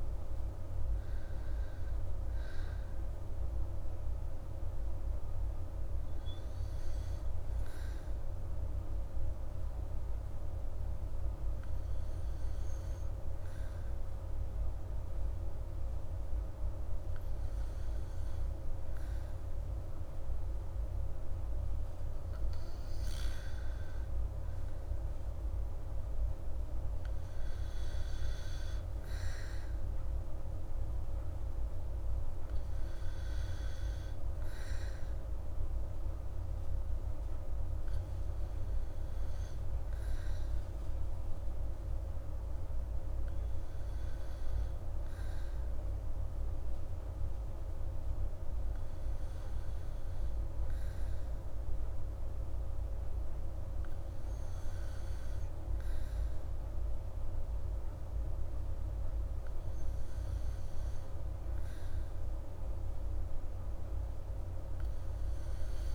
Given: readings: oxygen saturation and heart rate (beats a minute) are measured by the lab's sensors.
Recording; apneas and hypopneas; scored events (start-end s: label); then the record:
breathing in sleep, hard to hear, by a room microphone; none
0.00-20.50 s: oxygen desaturation (device-marked, oxygen 95% lowest, heart rate 83 extreme)
From the record:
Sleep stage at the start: N2 (light sleep); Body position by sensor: on the back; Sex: female